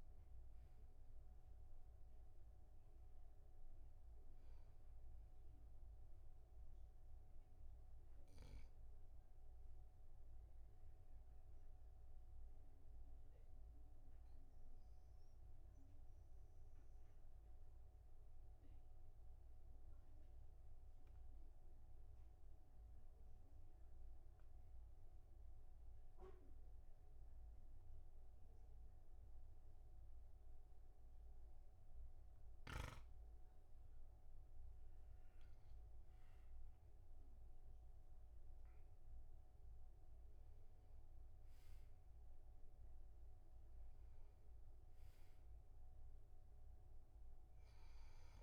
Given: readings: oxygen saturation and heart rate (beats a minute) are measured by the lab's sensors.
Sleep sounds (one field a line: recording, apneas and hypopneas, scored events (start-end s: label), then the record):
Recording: breathing in sleep, hard to hear, by a room microphone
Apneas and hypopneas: 1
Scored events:
4.00-20.00 s: oxygen desaturation (device-marked, oxygen 98% before, 95% lowest, heart rate 53 before, 46 extreme)
10.00-33.50 s: obstructive apnea (oxygen 99% before, 95% lowest, heart rate 51 before, 43 extreme, up 5 after)
35.50-39.50 s: arousal
From the record:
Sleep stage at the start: N2 (light sleep)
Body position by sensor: on the back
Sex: male